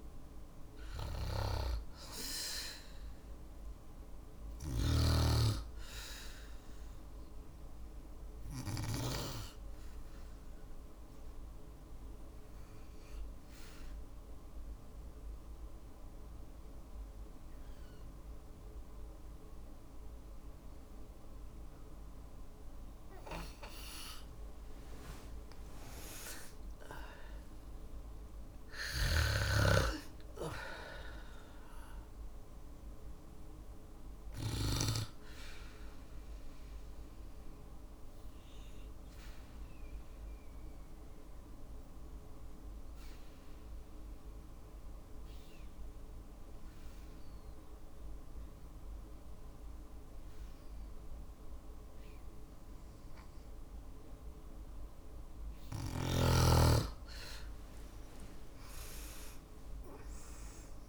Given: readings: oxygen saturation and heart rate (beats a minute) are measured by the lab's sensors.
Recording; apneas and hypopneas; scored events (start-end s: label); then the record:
breathing in sleep by a room microphone; 2
7.50-23.00 s: obstructive apnea (oxygen 97% before, 93% lowest, heart rate 56 before, 53 extreme, up 5 after)
26.00-30.50 s: arousal
33.00-52.50 s: obstructive apnea (oxygen 97% before, 93% lowest, heart rate 57 before, 53 extreme, up 5 after)
56.50-60.50 s: arousal
From the record:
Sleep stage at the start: N2 (light sleep); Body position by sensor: on the back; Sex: female